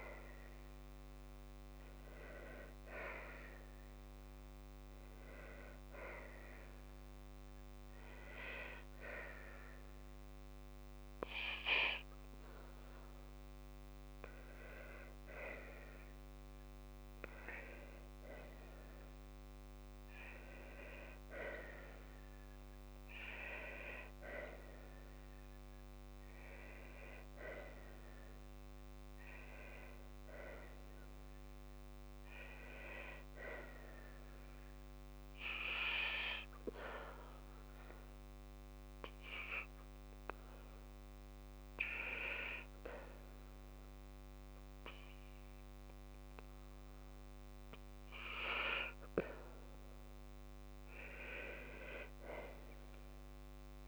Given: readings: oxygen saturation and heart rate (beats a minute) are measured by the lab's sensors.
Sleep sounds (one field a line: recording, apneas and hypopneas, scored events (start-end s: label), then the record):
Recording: breathing in sleep by a microphone on the trachea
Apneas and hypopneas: none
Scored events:
2.50-53.88 s: new sleep stage, N2 (light sleep)
From the record:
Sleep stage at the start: N1 (lightest sleep)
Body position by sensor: on the back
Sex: female